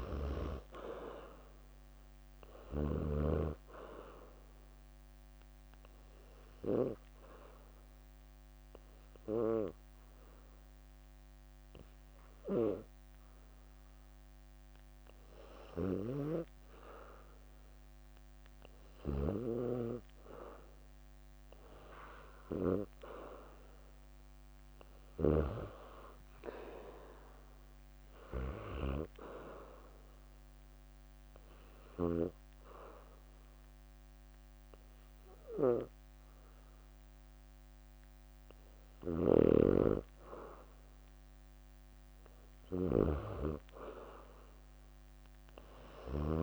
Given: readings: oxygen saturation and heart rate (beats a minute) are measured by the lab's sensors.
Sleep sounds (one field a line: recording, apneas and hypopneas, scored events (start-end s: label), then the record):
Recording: breathing in sleep by a microphone on the trachea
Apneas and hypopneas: 2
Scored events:
0.00-1.50 s: leg movement (device-marked)
0.50-16.50 s: oxygen desaturation (device-marked, oxygen 95% before, 92% lowest, heart rate 66 before, 63 extreme)
4.50-12.50 s: leg movement (device-marked)
4.50-16.50 s: obstructive apnea (oxygen 95% before, 90% lowest, heart rate 67 before, 63 extreme, up 6 after)
15.50-26.00 s: leg movement (device-marked)
19.00-22.50 s: arousal
22.50-42.50 s: oxygen desaturation (device-marked, oxygen 95% before, 90% lowest, heart rate 66 before, 64 extreme)
28.50-37.00 s: leg movement (device-marked)
30.00-40.00 s: obstructive apnea (oxygen 95% before, 90% lowest, heart rate 66 before, 64 extreme, up 6 after)
42.00-45.00 s: arousal
43.00-46.43 s: leg movement (device-marked)
From the record:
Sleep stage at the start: N2 (light sleep)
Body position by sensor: on the back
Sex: female